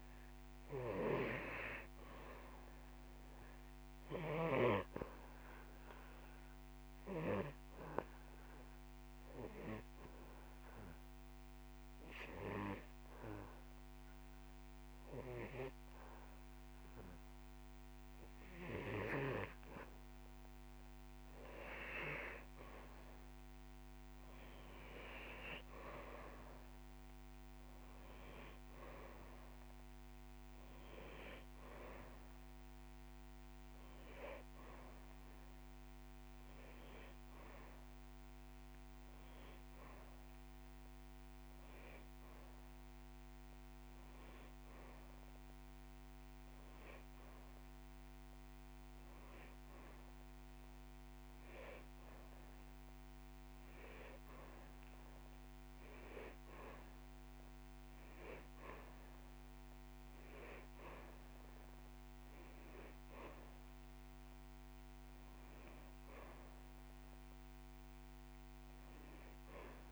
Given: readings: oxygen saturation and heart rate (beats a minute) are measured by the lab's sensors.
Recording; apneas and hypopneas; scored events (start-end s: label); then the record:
breathing in sleep by a microphone on the trachea; 1
1.50-20.50 s: oxygen desaturation (device-marked, oxygen 99% before, 93% lowest)
7.00-20.00 s: obstructive apnea (oxygen 99% before, 93% lowest)
22.00-25.00 s: arousal
65.00-69.00 s: arousal
From the record:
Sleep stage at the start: N2 (light sleep); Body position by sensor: on the back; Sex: male